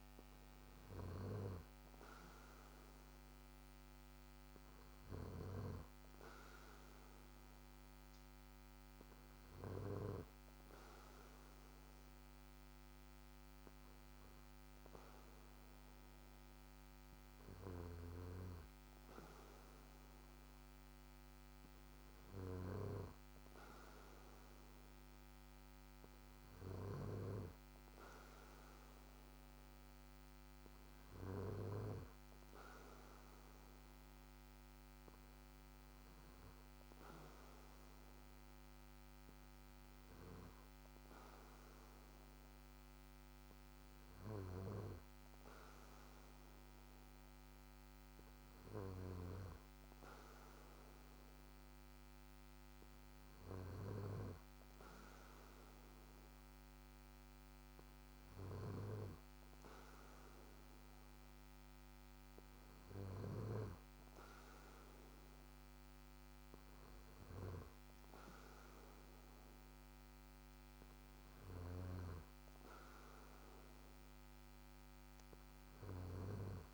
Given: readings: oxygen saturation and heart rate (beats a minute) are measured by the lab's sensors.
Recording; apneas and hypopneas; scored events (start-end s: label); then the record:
breathing in sleep by a microphone on the trachea; none
none scored
From the record:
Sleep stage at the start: N2 (light sleep); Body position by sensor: on the back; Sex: male